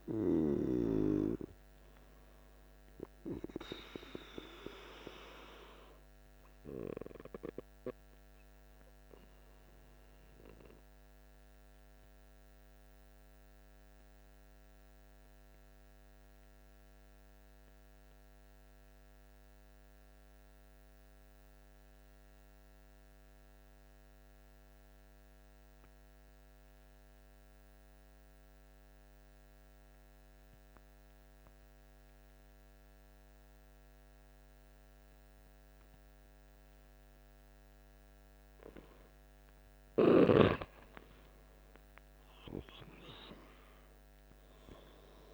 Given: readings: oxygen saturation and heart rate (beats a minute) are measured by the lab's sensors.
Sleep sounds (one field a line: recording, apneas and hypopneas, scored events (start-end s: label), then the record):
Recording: breathing in sleep by a microphone on the trachea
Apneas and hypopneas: 1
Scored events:
0.00-20.50 s: oxygen desaturation (device-marked, oxygen 85% lowest, heart rate 51 extreme)
10.00-38.50 s: obstructive apnea (oxygen 98% before, 85% lowest, heart rate 57 before, 52 extreme, up 8 after)
36.50-45.34 s: oxygen desaturation (device-marked, oxygen 98% before, 86% lowest, heart rate 53 before, 52 extreme)
41.00-45.00 s: arousal
From the record:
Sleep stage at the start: N2 (light sleep)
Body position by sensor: on the back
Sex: male